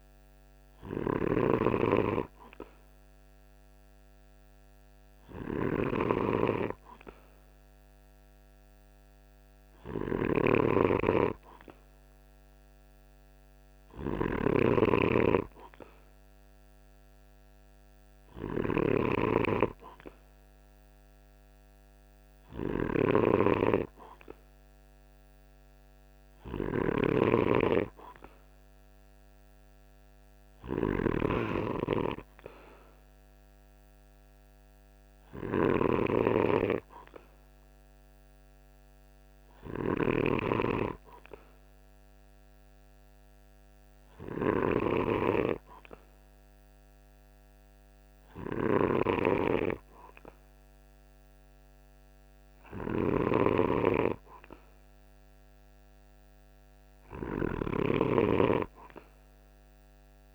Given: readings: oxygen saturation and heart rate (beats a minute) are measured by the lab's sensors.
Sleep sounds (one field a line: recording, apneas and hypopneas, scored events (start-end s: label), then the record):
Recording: breathing in sleep by a microphone on the trachea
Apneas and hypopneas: none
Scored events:
0.00-60.35 s: snoring (device-marked)
From the record:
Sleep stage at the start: N2 (light sleep)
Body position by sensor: on the right side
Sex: male